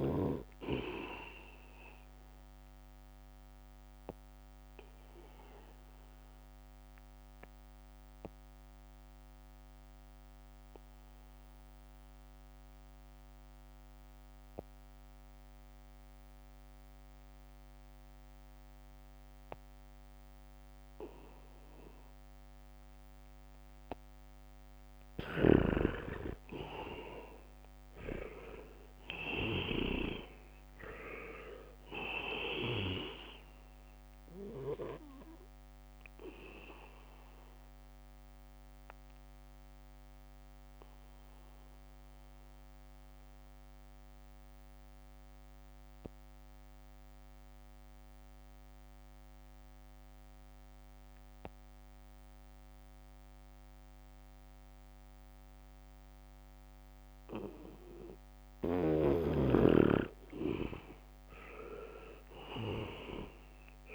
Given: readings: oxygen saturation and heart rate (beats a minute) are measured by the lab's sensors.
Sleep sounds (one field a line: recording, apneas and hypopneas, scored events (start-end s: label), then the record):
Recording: breathing in sleep by a microphone on the trachea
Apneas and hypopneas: 2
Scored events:
0.00-17.00 s: oxygen desaturation (device-marked, oxygen 82% lowest, heart rate 71 extreme)
3.50-22.50 s: obstructive apnea (oxygen 99% before, 81% lowest, heart rate 74 before, 71 extreme, up 3 after)
24.00-50.00 s: oxygen desaturation (device-marked, oxygen 98% before, 81% lowest, heart rate 73 before, 71 extreme)
25.50-29.50 s: arousal
37.50-58.00 s: obstructive apnea (oxygen 98% before, 80% lowest, heart rate 73 before, 70 extreme, up 0 after)
50.00-54.00 s: leg movement (device-marked)
56.00-63.95 s: oxygen desaturation (device-marked, oxygen 99% before, 81% lowest, heart rate 76 before, 68 extreme)
60.00-63.00 s: arousal
From the record:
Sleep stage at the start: N2 (light sleep)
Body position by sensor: on the back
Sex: male